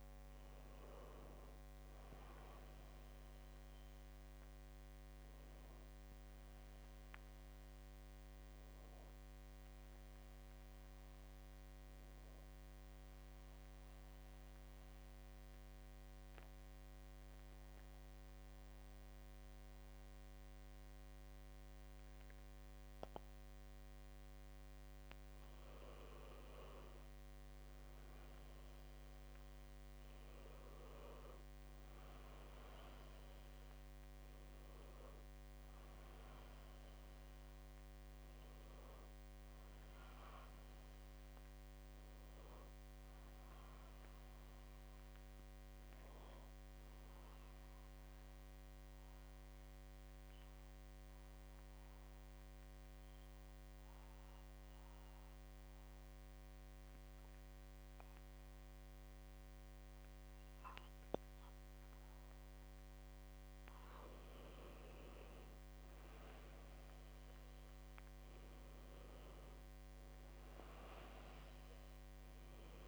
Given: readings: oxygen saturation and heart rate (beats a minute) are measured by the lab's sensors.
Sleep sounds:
breathing in sleep, hard to hear, by a microphone on the trachea; 2
11.00-25.00 s: obstructive apnea (oxygen 97% before, 94% lowest, heart rate 67 before, 63 extreme, up 1 after)
28.00-32.00 s: arousal
45.50-63.50 s: obstructive apnea (oxygen 98% before, 94% lowest, heart rate 65 before, 64 extreme, up 2 after)
66.00-70.00 s: arousal
From the record:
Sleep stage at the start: N2 (light sleep); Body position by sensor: on the back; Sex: male

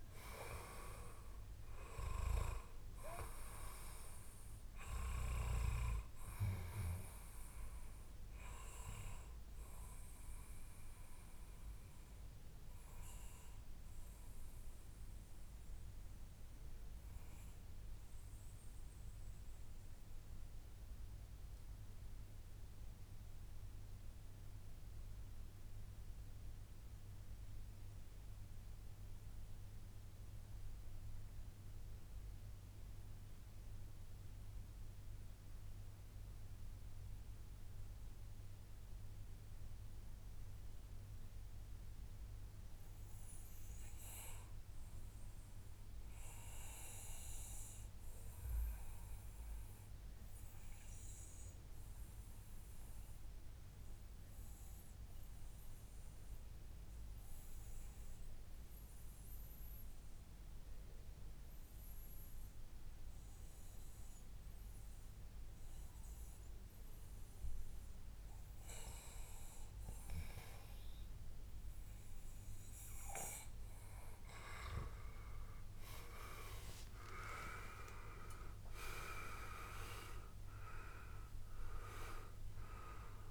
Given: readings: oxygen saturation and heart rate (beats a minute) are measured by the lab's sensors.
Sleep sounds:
breathing in sleep by a room microphone; 1
0.00-26.50 s: oxygen desaturation (device-marked, oxygen 91% lowest, heart rate 93 extreme)
7.00-9.00 s: long interval between heartbeats (device-marked, heart rate 111 before, 116 extreme)
9.50-11.50 s: long interval between heartbeats (device-marked, heart rate 114 before, 106 extreme)
11.00-66.50 s: mixed apnea (oxygen 98% before, 91% lowest, heart rate 114 before, 88 extreme, up 20 after)
13.50-15.50 s: long interval between heartbeats (device-marked, heart rate 112 before, 97 extreme)
24.50-26.50 s: long interval between heartbeats (device-marked, heart rate 107 before, 101 extreme)
48.00-50.00 s: long interval between heartbeats (device-marked, heart rate 106 before, 116 extreme)
53.00-55.00 s: long interval between heartbeats (device-marked, heart rate 108 before, 88 extreme)
54.50-59.50 s: oxygen desaturation (device-marked, oxygen 97% before, 94% lowest, heart rate 107 before, 96 extreme)
61.50-63.50 s: long interval between heartbeats (device-marked, heart rate 109 before, 106 extreme)
64.00-66.00 s: long interval between heartbeats (device-marked, heart rate 108 before, 96 extreme)
66.50-68.50 s: long interval between heartbeats (device-marked, heart rate 105 before, 96 extreme)
69.50-71.50 s: long interval between heartbeats (device-marked, heart rate 102 before, 98 extreme)
73.50-78.50 s: arousal
73.50-83.31 s: new sleep stage, REM sleep
80.50-83.31 s: oxygen desaturation (device-marked, oxygen 94% before, 91% lowest, heart rate 113 before, 117 extreme)
From the record:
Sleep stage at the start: N2 (light sleep); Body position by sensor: on the back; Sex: male

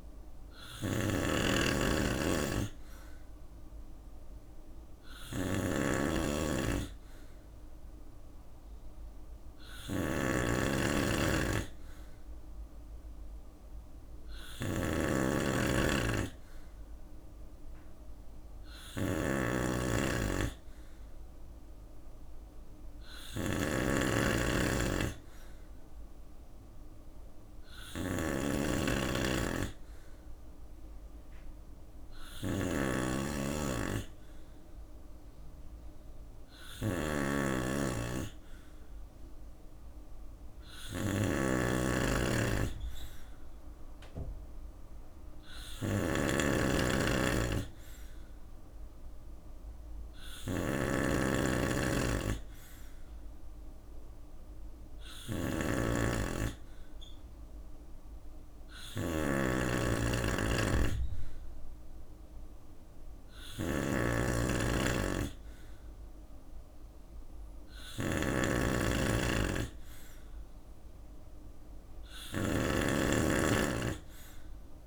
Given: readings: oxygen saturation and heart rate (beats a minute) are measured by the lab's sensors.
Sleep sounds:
breathing in sleep by a room microphone; none
0.00-1.50 s: bradycardia (device-marked, heart rate 61 extreme)
0.00-74.87 s: snoring (device-marked)
8.50-10.50 s: bradycardia (device-marked, heart rate 61 before, 60 extreme)
12.50-14.50 s: bradycardia (device-marked, heart rate 61 before, 59 extreme)
35.50-46.50 s: bradycardia (device-marked, heart rate 61 before, 57 extreme)
From the record:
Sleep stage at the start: N2 (light sleep); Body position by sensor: on the right side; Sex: male

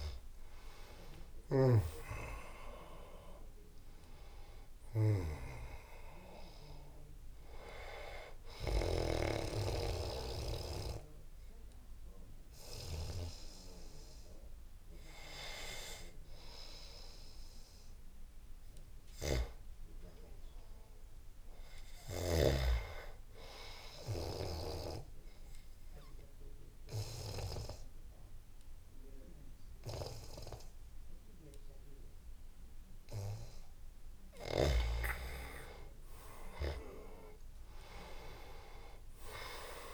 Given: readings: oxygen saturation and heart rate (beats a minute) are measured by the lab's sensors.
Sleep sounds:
breathing in sleep by a room microphone; 1
0.00-15.00 s: oxygen desaturation (device-marked, oxygen 87% lowest, heart rate 75 extreme)
17.50-21.50 s: arousal
24.00-34.00 s: obstructive apnea (oxygen 99% before, 89% lowest, heart rate 85 before, 79 extreme, up 15 after)
30.00-39.94 s: oxygen desaturation (device-marked, oxygen 99% before, 91% lowest, heart rate 83 before, 79 extreme)
36.00-39.94 s: arousal
From the record:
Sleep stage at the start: N2 (light sleep); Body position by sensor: on the back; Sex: male

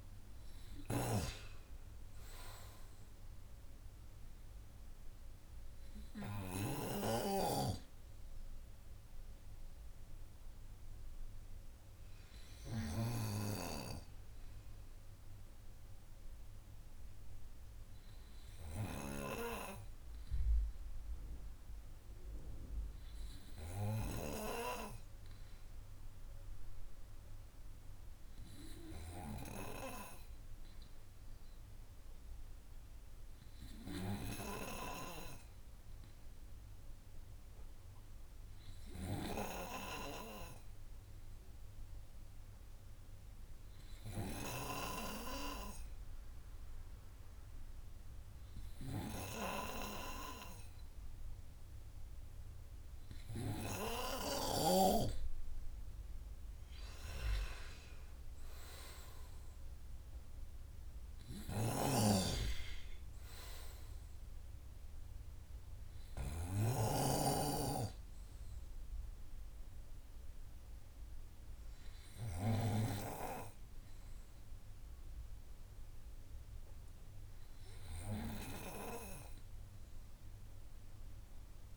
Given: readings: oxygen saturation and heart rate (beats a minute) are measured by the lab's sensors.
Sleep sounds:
breathing in sleep by a room microphone; 1
26.00-53.50 s: hypopnea (oxygen 99% before, 94% lowest)
50.50-79.50 s: oxygen desaturation (device-marked, oxygen 97% before, 94% lowest, heart rate 59 before, 54 extreme)
56.50-59.50 s: arousal
61.50-67.00 s: snoring (device-marked)
From the record:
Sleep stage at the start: N2 (light sleep); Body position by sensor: on the right side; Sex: male

